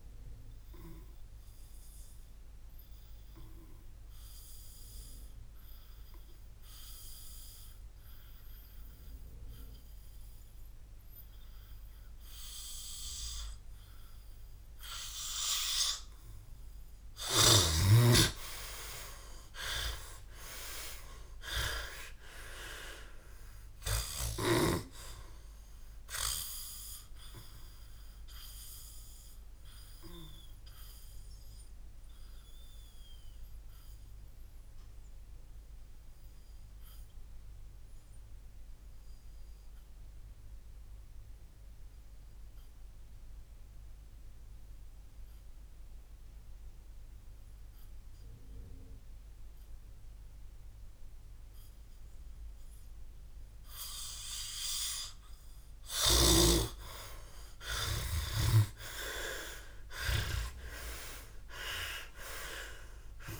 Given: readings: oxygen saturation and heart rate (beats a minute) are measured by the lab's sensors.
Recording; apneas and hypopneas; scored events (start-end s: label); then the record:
breathing in sleep by a room microphone; 2
0.00-1.00 s: oxygen desaturation (device-marked, oxygen 88% lowest, heart rate 58 extreme)
1.50-15.00 s: obstructive apnea (oxygen 96% before, 84% lowest, heart rate 66 before, 55 extreme)
3.00-19.00 s: oxygen desaturation (device-marked, oxygen 91% before, 84% lowest, heart rate 66 before, 55 extreme)
18.00-21.50 s: arousal
30.50-54.00 s: obstructive apnea (oxygen 91% before, 88% lowest, heart rate 87 before, 55 extreme, up 28 after)
54.00-63.00 s: oxygen desaturation (device-marked, oxygen 98% before, 95% lowest, heart rate 63 before, 57 extreme)
57.50-62.50 s: arousal
From the record:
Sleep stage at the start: N2 (light sleep); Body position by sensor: on the back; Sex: male